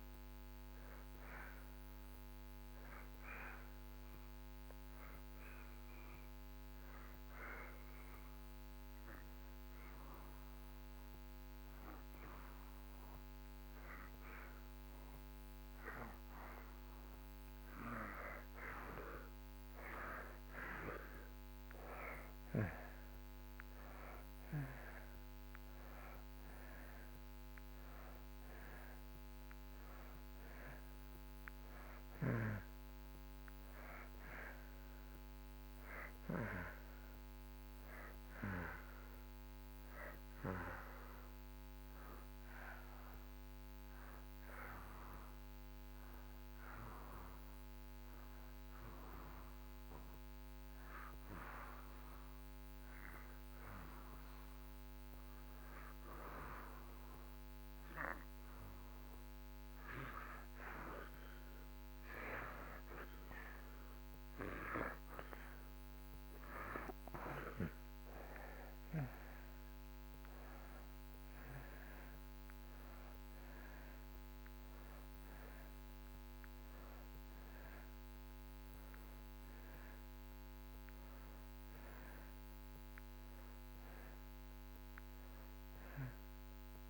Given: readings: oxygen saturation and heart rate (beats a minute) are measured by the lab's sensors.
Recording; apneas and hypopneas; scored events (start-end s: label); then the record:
breathing in sleep by a microphone on the trachea; 2
4.50-18.00 s: hypopnea (oxygen 92% before, 86% lowest)
20.00-25.00 s: arousal
24.00-49.00 s: oxygen desaturation (device-marked, oxygen 92% before, 86% lowest)
40.50-61.50 s: hypopnea (oxygen 93% before, 86% lowest)
63.50-69.00 s: arousal
69.00-86.90 s: oxygen desaturation (device-marked, oxygen 93% before, 87% lowest)
From the record:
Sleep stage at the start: N2 (light sleep); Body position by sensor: on the back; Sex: male